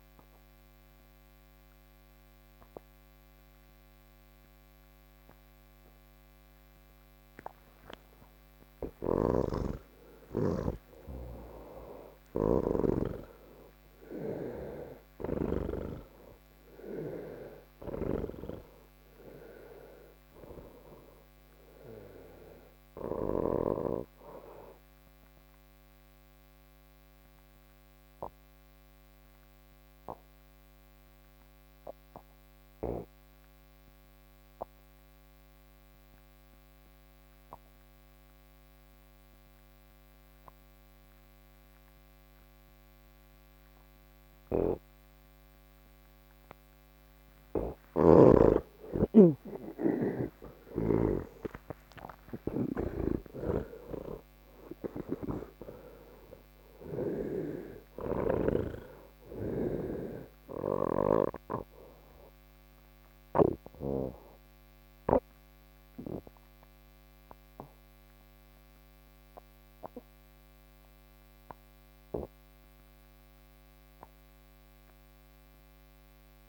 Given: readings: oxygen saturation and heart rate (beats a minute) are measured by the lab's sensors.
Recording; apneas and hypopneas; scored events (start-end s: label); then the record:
breathing in sleep by a microphone on the trachea; none
8.50-12.50 s: snoring (device-marked)
47.50-51.00 s: snoring (device-marked)
59.50-76.49 s: oxygen desaturation (device-marked, oxygen 91% before, 86% lowest, heart rate 85 before, 74 extreme)
From the record:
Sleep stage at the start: N1 (lightest sleep); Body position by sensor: on the back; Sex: male